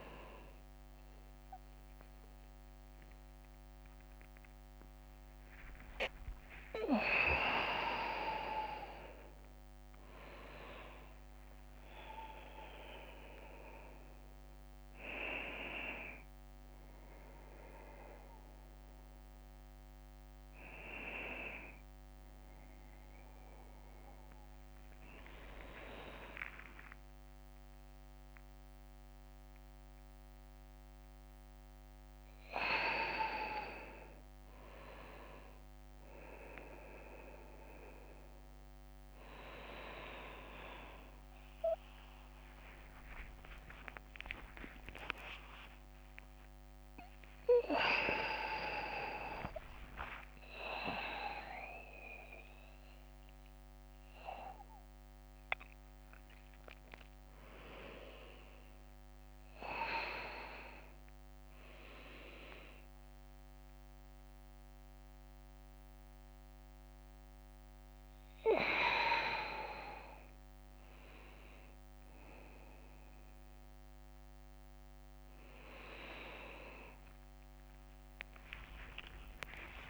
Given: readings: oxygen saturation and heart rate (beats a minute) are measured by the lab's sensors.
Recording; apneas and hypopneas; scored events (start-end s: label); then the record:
a person awake in a sleep study, by a microphone on the trachea; none
0.00-9.50 s: drop in pulse transit time (device-marked, heart rate 71 extreme)
4.50-7.00 s: leg movement (device-marked)
24.00-28.00 s: leg movement (device-marked)
32.00-35.50 s: leg movement (device-marked)
38.50-48.50 s: tachycardia (device-marked, heart rate 58 before, 152 extreme)
40.00-50.00 s: leg movement (device-marked)
41.00-43.00 s: long interval between heartbeats (device-marked, heart rate 66 before, 85 extreme)
43.00-45.00 s: long interval between heartbeats (device-marked, heart rate 69 before, 134 extreme)
44.50-57.50 s: drop in pulse transit time (device-marked, heart rate 76 before, 77 extreme)
46.50-48.50 s: long interval between heartbeats (device-marked, heart rate 84 before, 135 extreme)
50.50-52.50 s: long interval between heartbeats (device-marked, heart rate 95 before, 99 extreme)
50.50-79.90 s: new sleep stage, N1 (lightest sleep)
65.50-69.50 s: bradycardia (device-marked, heart rate 60 before, 58 extreme)
73.50-79.90 s: drop in pulse transit time (device-marked, heart rate 67 before, 60 extreme)
77.00-79.90 s: arousal
77.50-79.90 s: leg movement (device-marked)
78.50-79.90 s: long interval between heartbeats (device-marked, heart rate 63 before, 71 extreme)
78.50-79.90 s: tachycardia (device-marked, heart rate 60 before, 123 extreme)
From the record:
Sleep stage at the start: awake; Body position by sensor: on the back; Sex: male